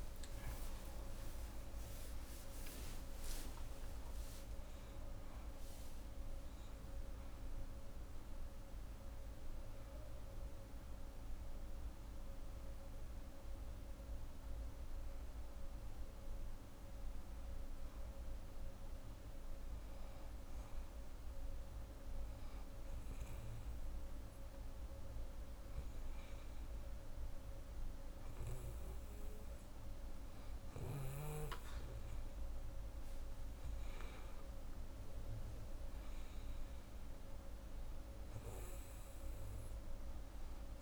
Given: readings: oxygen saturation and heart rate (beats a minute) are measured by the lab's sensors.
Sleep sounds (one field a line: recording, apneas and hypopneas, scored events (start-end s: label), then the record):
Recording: breathing in sleep, hard to hear, by a room microphone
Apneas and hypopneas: 1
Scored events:
0.00-1.50 s: arousal
7.00-37.00 s: new sleep stage, N1 (lightest sleep)
13.50-25.00 s: hypopnea (oxygen 91% before, 89% lowest, heart rate 77 before, 36 extreme)
26.50-29.50 s: arousal
37.00-40.82 s: new sleep stage, N2 (light sleep)
From the record:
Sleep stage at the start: N2 (light sleep)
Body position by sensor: on the right side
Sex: female